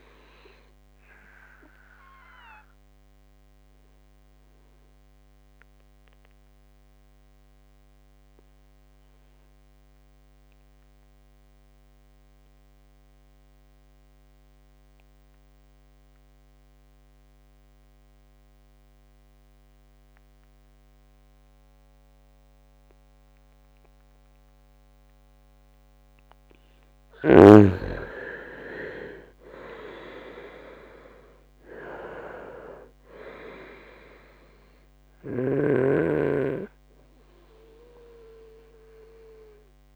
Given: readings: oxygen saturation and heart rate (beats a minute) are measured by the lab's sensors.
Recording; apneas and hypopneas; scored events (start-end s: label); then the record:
breathing in sleep by a microphone on the trachea; 1
0.00-14.00 s: oxygen desaturation (device-marked, oxygen 90% lowest, heart rate 65 extreme)
3.00-25.50 s: obstructive apnea (oxygen 98% before, 88% lowest, heart rate 71 before, 63 extreme, up 10 after)
25.00-39.96 s: oxygen desaturation (device-marked, oxygen 98% before, 88% lowest, heart rate 68 before, 63 extreme)
27.00-31.50 s: arousal
From the record:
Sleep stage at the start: N2 (light sleep); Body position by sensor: on the right side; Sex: male